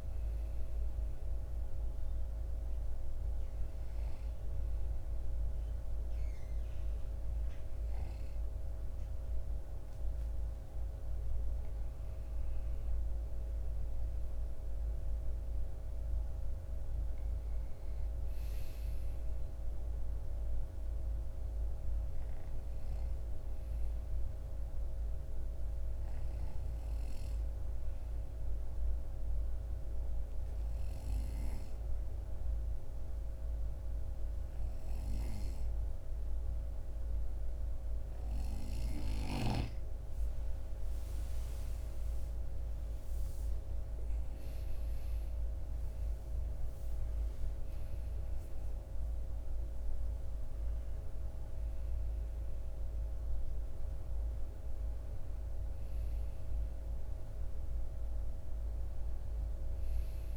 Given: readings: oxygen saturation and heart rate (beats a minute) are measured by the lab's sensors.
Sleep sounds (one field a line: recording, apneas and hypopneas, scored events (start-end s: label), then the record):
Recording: breathing in sleep, hard to hear, by a room microphone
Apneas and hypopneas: 1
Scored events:
0.00-4.50 s: oxygen desaturation (device-marked, oxygen 88% lowest)
8.00-13.00 s: arousal
23.50-36.50 s: obstructive apnea (oxygen 97% before, 91% lowest)
39.00-44.50 s: arousal
39.50-60.37 s: oxygen desaturation (device-marked, oxygen 95% before, 91% lowest)
From the record:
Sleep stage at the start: N2 (light sleep)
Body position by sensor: on the right side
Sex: male